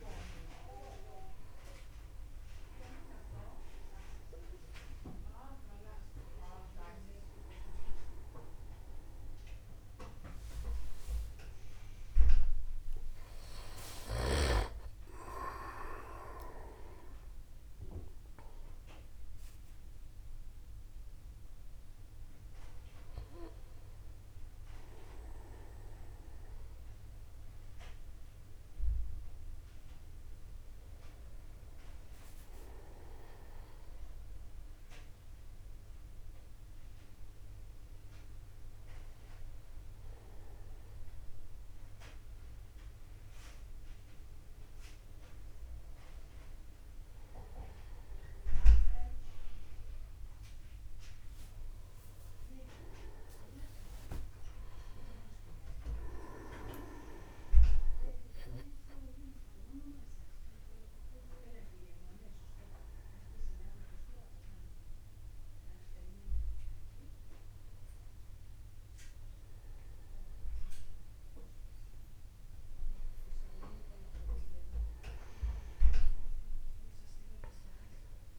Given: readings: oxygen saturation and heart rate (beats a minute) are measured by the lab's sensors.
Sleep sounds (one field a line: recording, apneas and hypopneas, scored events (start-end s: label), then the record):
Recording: a person awake in a sleep study, by a room microphone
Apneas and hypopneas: none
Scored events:
13.50-15.50 s: long interval between heartbeats (device-marked, heart rate 53 before, 60 extreme)
17.50-19.50 s: long interval between heartbeats (device-marked, heart rate 54 before, 45 extreme)
55.00-57.00 s: long interval between heartbeats (device-marked, heart rate 53 before, 61 extreme)
From the record:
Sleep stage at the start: awake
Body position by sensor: upright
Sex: male